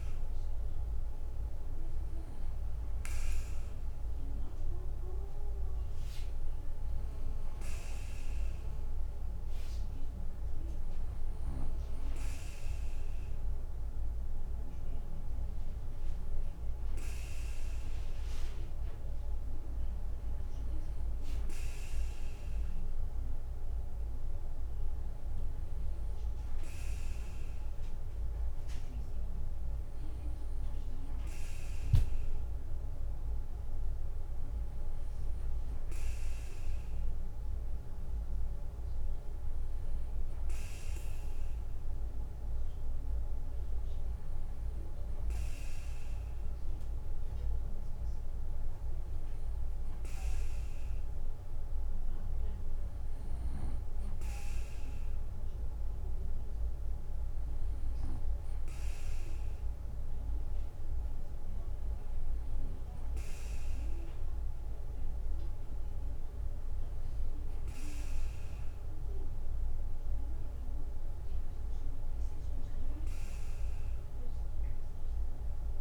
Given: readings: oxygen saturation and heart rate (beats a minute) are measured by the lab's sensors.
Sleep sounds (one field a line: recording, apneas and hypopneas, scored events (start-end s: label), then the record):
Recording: breathing in sleep, hard to hear, by a room microphone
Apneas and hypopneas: none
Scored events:
none scored
From the record:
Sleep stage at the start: N2 (light sleep)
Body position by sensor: on the back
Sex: male